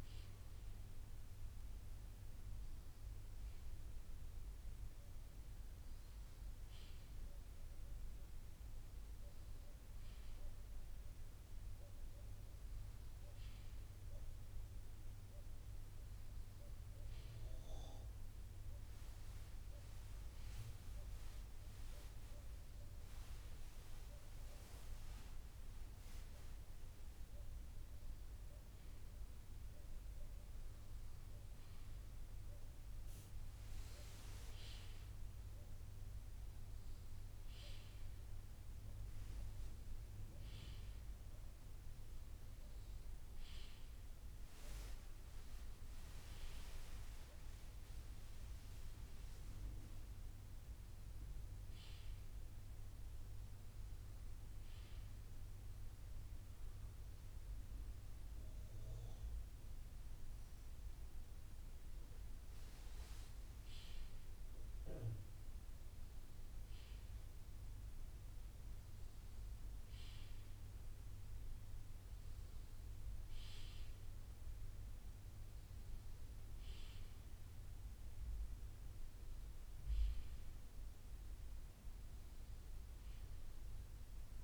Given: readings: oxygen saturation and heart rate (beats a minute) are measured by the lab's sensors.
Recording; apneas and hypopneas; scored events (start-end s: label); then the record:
breathing in sleep, hard to hear, by a room microphone; none
3.50-19.50 s: bradycardia (device-marked, heart rate 63 before, 58 extreme)
27.50-44.50 s: bradycardia (device-marked, heart rate 62 before, 55 extreme)
47.50-62.50 s: bradycardia (device-marked, heart rate 61 before, 54 extreme)
63.50-83.50 s: bradycardia (device-marked, heart rate 60 before, 55 extreme)
From the record:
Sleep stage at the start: N1 (lightest sleep); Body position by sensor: on the left side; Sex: male